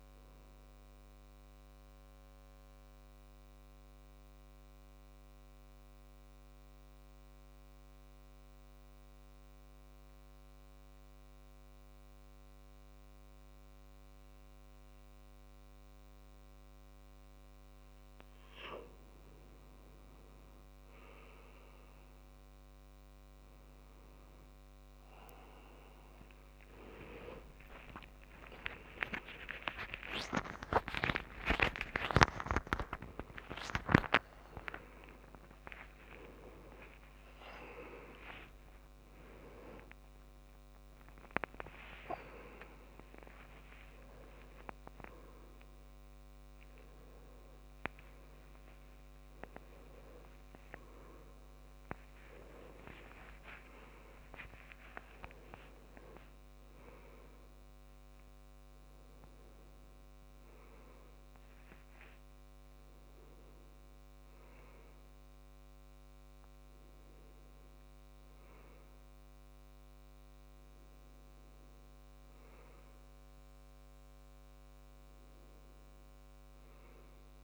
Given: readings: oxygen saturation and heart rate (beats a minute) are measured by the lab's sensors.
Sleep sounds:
a person awake in a sleep study, by a microphone on the trachea; 1
2.00-18.00 s: obstructive apnea (oxygen 97% before, 91% lowest, heart rate 67 before, 66 extreme, up 6 after)
14.00-74.00 s: new sleep stage, awake
19.00-51.00 s: oxygen desaturation (device-marked, oxygen 98% before, 91% lowest, heart rate 67 before, 70 extreme)
74.00-77.44 s: new sleep stage, N1 (lightest sleep)
From the record:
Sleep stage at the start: N2 (light sleep); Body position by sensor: on the back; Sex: male

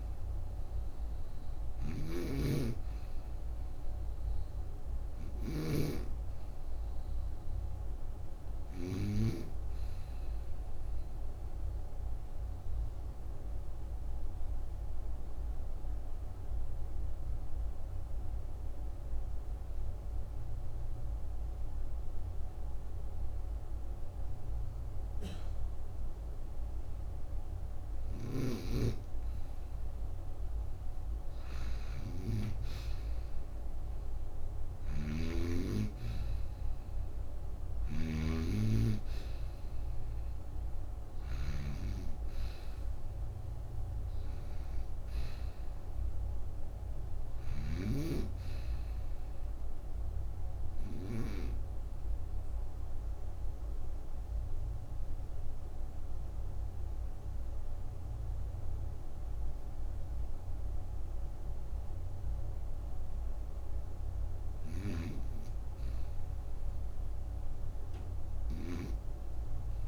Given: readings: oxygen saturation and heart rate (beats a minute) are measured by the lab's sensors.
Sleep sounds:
breathing in sleep by a room microphone; 2
0.00-9.00 s: snoring (device-marked)
0.00-29.00 s: oxygen desaturation (device-marked, oxygen 84% lowest, heart rate 49 extreme)
10.00-28.00 s: obstructive apnea (oxygen 93% before, 84% lowest, heart rate 59 before, 54 extreme, up 7 after)
34.50-47.50 s: snoring (device-marked)
39.00-43.00 s: arousal
50.50-63.50 s: obstructive apnea (oxygen 97% before, 91% lowest, heart rate 61 before, 47 extreme, up 13 after)
64.50-69.88 s: snoring (device-marked)
66.50-69.88 s: arousal
From the record:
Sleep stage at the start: N2 (light sleep); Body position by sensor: on the right side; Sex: female

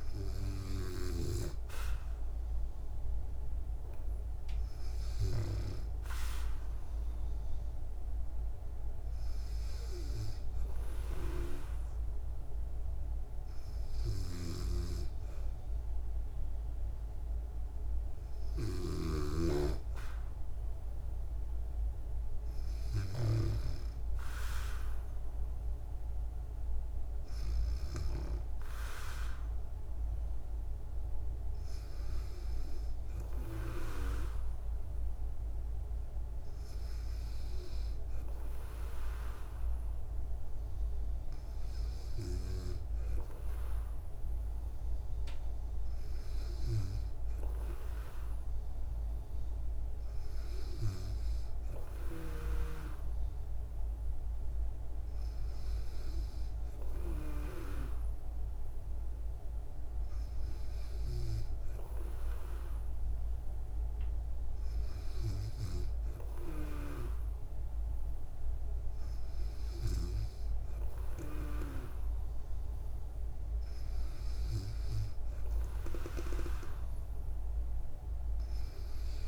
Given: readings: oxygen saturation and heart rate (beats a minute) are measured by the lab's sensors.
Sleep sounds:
breathing in sleep by a room microphone; none
none scored
From the record:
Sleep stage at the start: N2 (light sleep); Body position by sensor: on the back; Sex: female

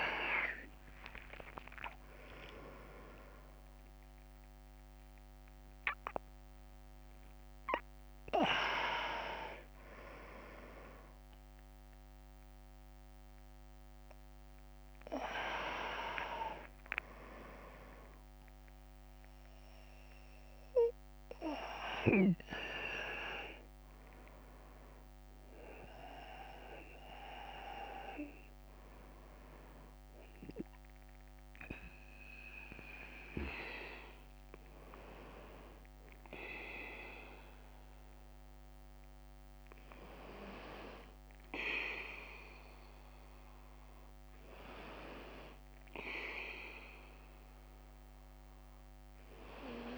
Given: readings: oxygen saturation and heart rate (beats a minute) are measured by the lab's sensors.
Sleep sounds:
breathing in sleep by a microphone on the trachea; none
0.00-18.00 s: drop in pulse transit time (device-marked, heart rate 77 extreme)
1.00-3.00 s: long interval between heartbeats (device-marked, heart rate 74 before, 118 extreme)
30.00-49.98 s: bradycardia (device-marked, heart rate 59 before, 52 extreme)
From the record:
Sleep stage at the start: N2 (light sleep); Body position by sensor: on the back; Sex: male

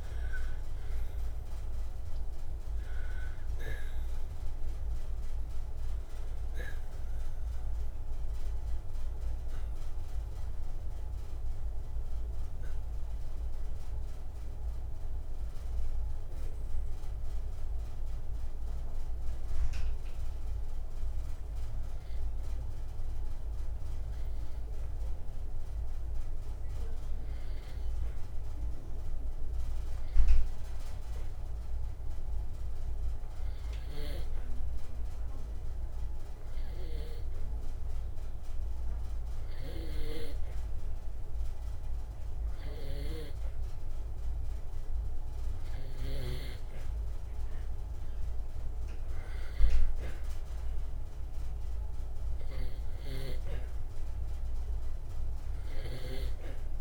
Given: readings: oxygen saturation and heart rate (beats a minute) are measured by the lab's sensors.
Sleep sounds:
breathing in sleep by a room microphone; 1
13.00-40.00 s: oxygen desaturation (device-marked, oxygen 96% before, 89% lowest, heart rate 95 before, 60 extreme)
13.00-47.50 s: hypopnea (oxygen 96% before, 89% lowest, heart rate 95 before, 60 extreme)
51.00-54.00 s: arousal
From the record:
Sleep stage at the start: N2 (light sleep); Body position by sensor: on the back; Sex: male

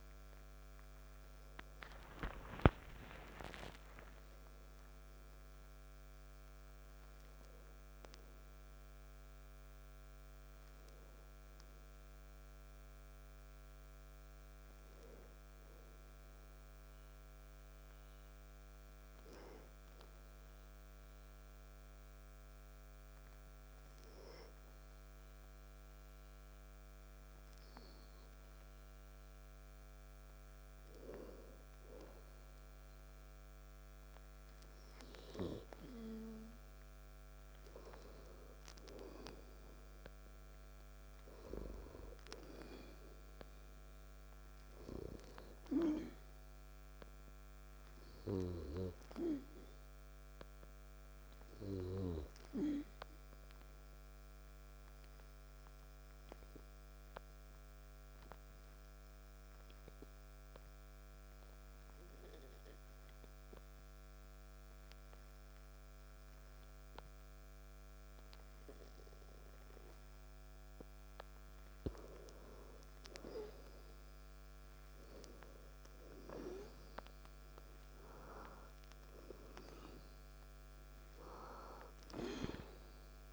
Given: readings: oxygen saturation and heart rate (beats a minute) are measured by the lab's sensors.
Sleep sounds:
a person partly awake in a sleep study, by a microphone on the trachea; 1
7.00-37.00 s: new sleep stage, N1 (lightest sleep)
37.00-83.33 s: new sleep stage, N2 (light sleep)
45.00-60.00 s: oxygen desaturation (device-marked, oxygen 97% before, 94% lowest, heart rate 55 before, 53 extreme)
55.50-70.00 s: obstructive apnea (oxygen 98% before, 90% lowest, heart rate 56 before, 53 extreme)
72.00-76.50 s: arousal
79.00-83.33 s: oxygen desaturation (device-marked, oxygen 97% before, 90% lowest, heart rate 55 before, 51 extreme)
From the record:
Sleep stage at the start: awake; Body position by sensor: on the back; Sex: male

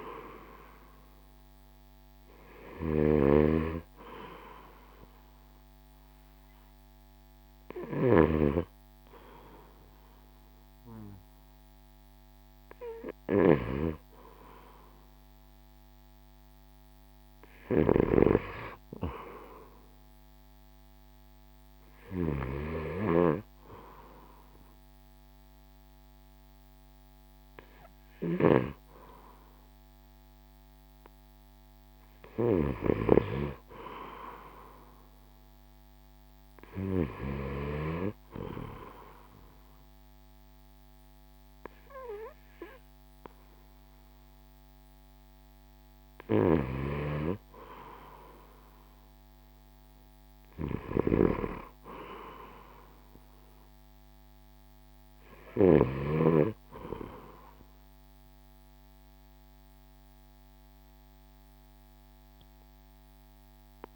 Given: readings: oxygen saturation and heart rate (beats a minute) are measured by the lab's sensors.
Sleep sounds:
breathing in sleep by a microphone on the trachea; none
0.00-18.50 s: snoring (device-marked)
2.50-19.50 s: oxygen desaturation (device-marked, oxygen 94% before, 87% lowest, heart rate 67 before, 60 extreme)
28.50-33.00 s: snoring (device-marked)
46.50-56.00 s: snoring (device-marked)
59.50-63.96 s: oxygen desaturation (device-marked, oxygen 95% before, 92% lowest, heart rate 65 before, 59 extreme)
From the record:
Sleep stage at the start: N2 (light sleep); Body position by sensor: on the right side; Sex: male

